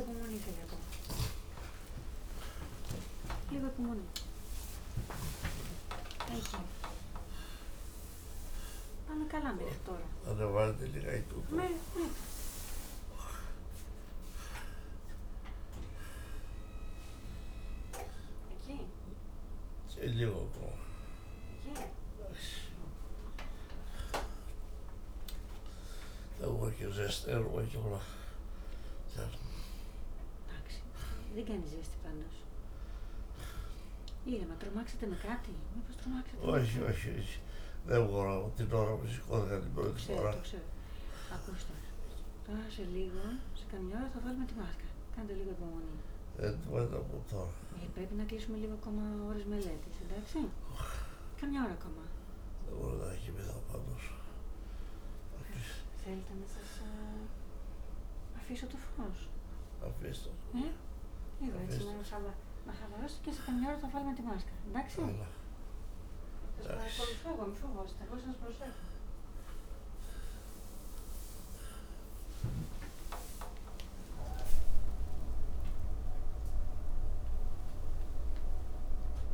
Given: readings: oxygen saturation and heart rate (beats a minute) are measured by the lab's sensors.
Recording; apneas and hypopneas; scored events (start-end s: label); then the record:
a person awake in a sleep study, by a room microphone; none
3.00-10.00 s: oxygen desaturation (device-marked, oxygen 96% before, 93% lowest)
46.00-50.50 s: snoring (device-marked)
From the record:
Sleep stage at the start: awake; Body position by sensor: on the back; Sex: male